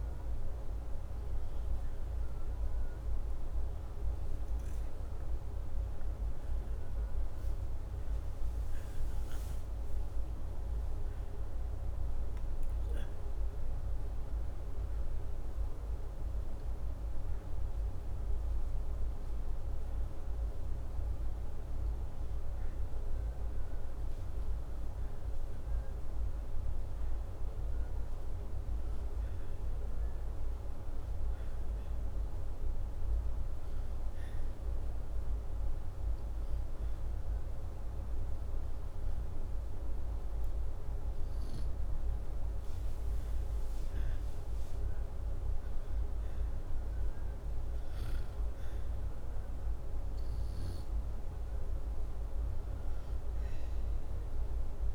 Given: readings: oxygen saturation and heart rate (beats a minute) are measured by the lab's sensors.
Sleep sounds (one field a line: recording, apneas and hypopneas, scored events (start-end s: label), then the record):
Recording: breathing in sleep, hard to hear, by a room microphone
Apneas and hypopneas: none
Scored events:
none scored
From the record:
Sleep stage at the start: N2 (light sleep)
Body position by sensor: upright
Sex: male